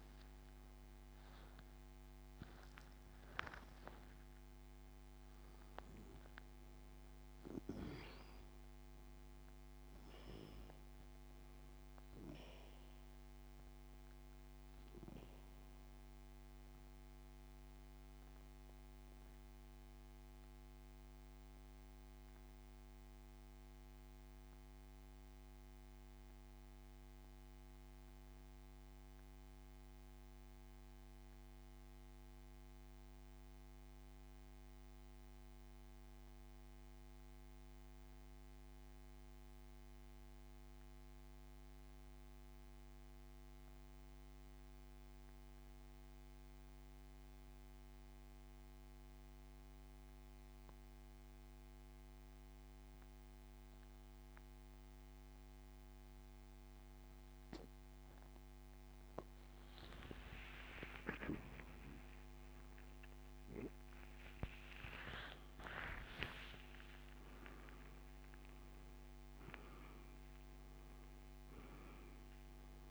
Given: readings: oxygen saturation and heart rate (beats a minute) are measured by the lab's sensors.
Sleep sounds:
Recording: breathing in sleep by a microphone on the trachea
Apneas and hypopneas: 1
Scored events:
0.00-3.50 s: arousal
0.00-20.00 s: oxygen desaturation (device-marked, oxygen 92% lowest)
17.00-58.50 s: mixed apnea (oxygen 98% before, 87% lowest)
29.00-49.00 s: oxygen desaturation (device-marked, oxygen 93% before, 87% lowest)
61.00-65.00 s: arousal
63.00-72.91 s: oxygen desaturation (device-marked, oxygen 97% before, 94% lowest)
From the record:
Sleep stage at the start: N2 (light sleep)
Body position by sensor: on the back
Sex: male

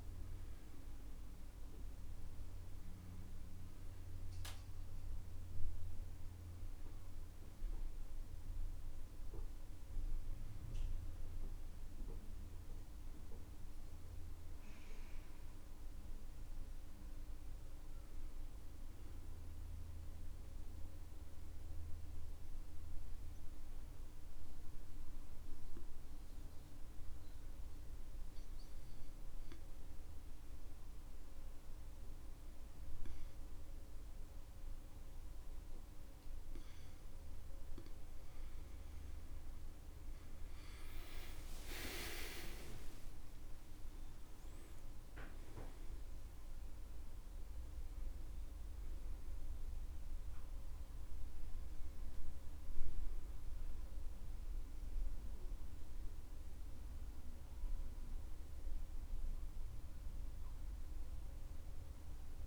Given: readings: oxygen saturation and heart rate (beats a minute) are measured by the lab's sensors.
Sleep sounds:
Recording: breathing in sleep, hard to hear, by a room microphone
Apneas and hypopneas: 1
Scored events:
7.00-29.00 s: oxygen desaturation (device-marked, oxygen 96% before, 92% lowest, heart rate 70 before, 54 extreme)
22.00-38.00 s: obstructive apnea (oxygen 96% before, 92% lowest, heart rate 67 before, 54 extreme, up 34 after)
40.00-44.50 s: arousal
48.00-54.00 s: oxygen desaturation (device-marked, oxygen 97% before, 94% lowest, heart rate 69 before, 68 extreme)
53.00-62.47 s: new sleep stage, REM sleep
From the record:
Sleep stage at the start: N2 (light sleep)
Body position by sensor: on the back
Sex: male

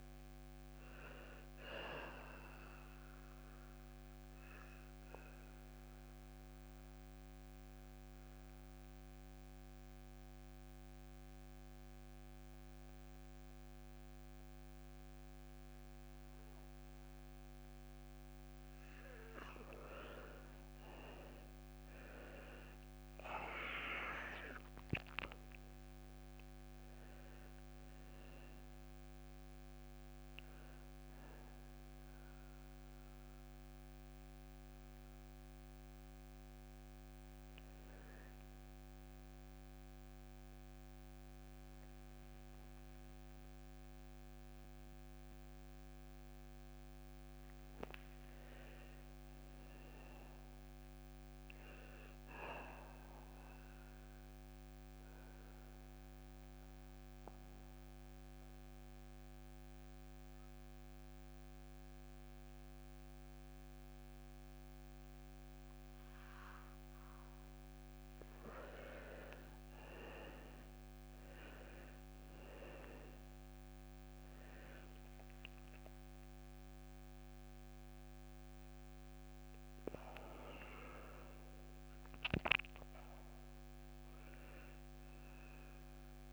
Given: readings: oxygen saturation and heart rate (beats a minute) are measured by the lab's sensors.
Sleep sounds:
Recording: breathing in sleep by a microphone on the trachea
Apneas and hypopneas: 2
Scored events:
0.00-1.50 s: arousal
3.50-17.50 s: obstructive apnea (oxygen 97% before, 85% lowest)
20.50-25.00 s: arousal
21.00-45.00 s: oxygen desaturation (device-marked, oxygen 96% before, 85% lowest)
46.00-50.50 s: arousal
53.00-67.50 s: obstructive apnea (oxygen 96% before, 87% lowest)
59.00-64.00 s: oxygen desaturation (device-marked, oxygen 97% before, 93% lowest)
84.00-86.33 s: arousal
From the record:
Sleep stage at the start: N2 (light sleep)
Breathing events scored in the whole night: 235 in 4.4 hours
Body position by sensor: on the back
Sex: male

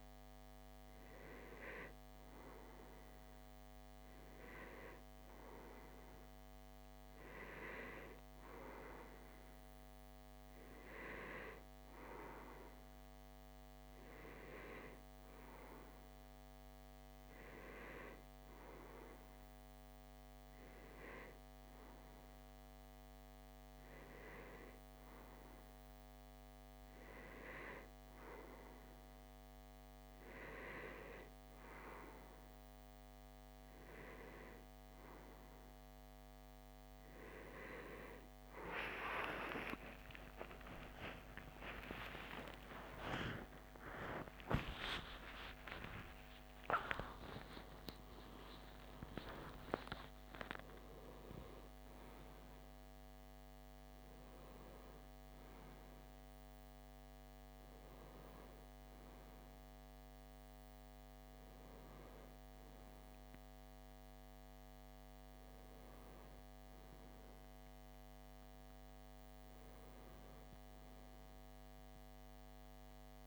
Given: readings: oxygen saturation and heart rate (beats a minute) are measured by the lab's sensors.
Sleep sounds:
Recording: breathing in sleep by a microphone on the trachea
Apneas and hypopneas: none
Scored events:
38.50-46.50 s: arousal
From the record:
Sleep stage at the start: REM sleep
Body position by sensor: on the left side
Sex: male

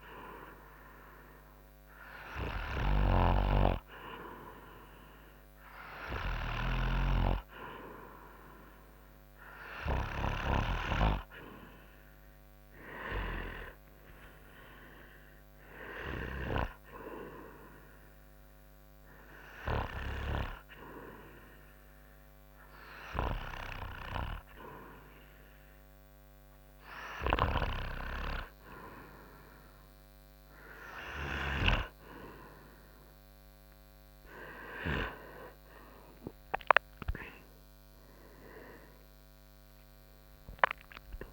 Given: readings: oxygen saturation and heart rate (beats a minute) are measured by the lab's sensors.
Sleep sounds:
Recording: breathing in sleep by a microphone on the trachea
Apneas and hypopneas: none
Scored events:
3.50-7.50 s: snoring (device-marked)
From the record:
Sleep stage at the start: N2 (light sleep)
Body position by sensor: on the front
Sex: male

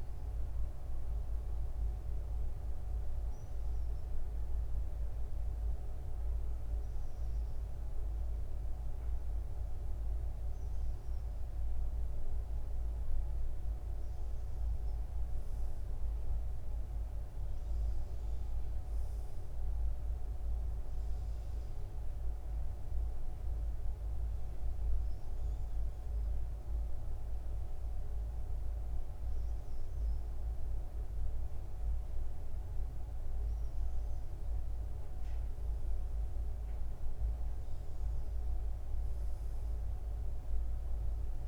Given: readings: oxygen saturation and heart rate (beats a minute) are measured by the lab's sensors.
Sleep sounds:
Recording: breathing in sleep, hard to hear, by a room microphone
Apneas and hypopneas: none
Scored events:
none scored
From the record:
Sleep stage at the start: N2 (light sleep)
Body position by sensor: on the front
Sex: male

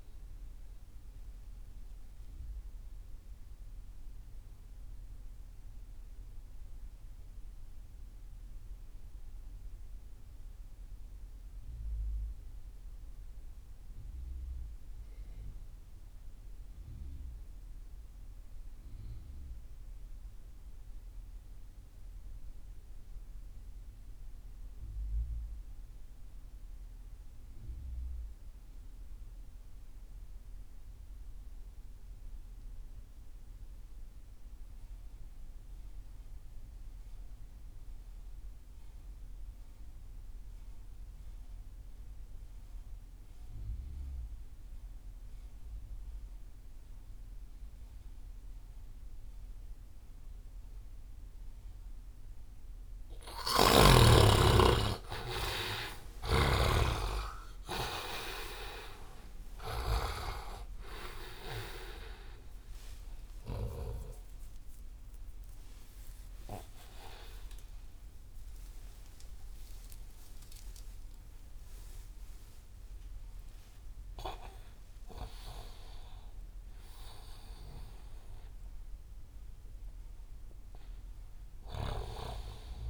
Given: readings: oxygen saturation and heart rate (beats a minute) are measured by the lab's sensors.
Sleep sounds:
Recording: breathing in sleep by a room microphone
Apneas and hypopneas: 1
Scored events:
0.00-12.50 s: oxygen desaturation (device-marked, oxygen 63% lowest)
1.50-53.50 s: mixed apnea (oxygen 90% before, 55% lowest)
23.50-78.50 s: oxygen desaturation (device-marked, oxygen 98% before, 55% lowest)
56.00-60.50 s: snoring (device-marked)
68.50-73.50 s: arousal
From the record:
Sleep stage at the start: REM sleep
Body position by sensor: on the right side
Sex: male

